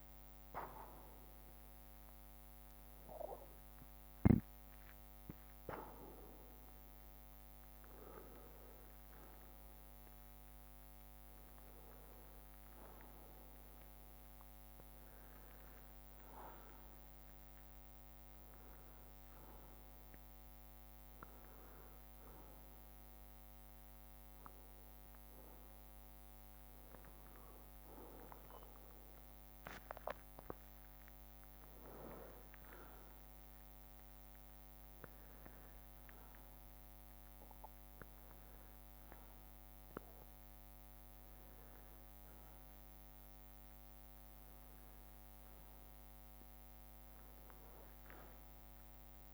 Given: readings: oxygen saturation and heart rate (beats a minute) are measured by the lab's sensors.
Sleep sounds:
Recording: breathing in sleep by a microphone on the trachea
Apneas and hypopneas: none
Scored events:
12.50-28.50 s: oxygen desaturation (device-marked, oxygen 97% before, 93% lowest, heart rate 67 before, 65 extreme)
28.50-33.50 s: arousal
31.50-40.50 s: drop in pulse transit time (device-marked, heart rate 67 before, 65 extreme)
From the record:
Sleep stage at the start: N1 (lightest sleep)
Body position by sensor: on the right side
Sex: male

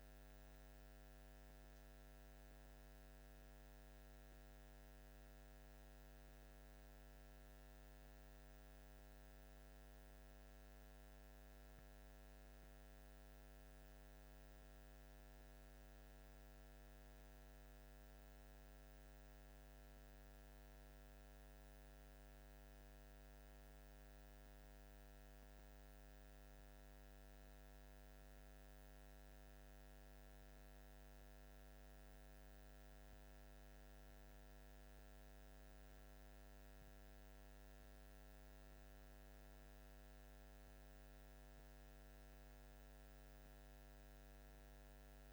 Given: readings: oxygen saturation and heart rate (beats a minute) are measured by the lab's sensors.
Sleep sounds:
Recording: a person awake in a sleep study, hard to hear, by a microphone on the trachea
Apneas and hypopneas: none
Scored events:
none scored
From the record:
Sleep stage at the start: awake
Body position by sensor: on the back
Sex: male

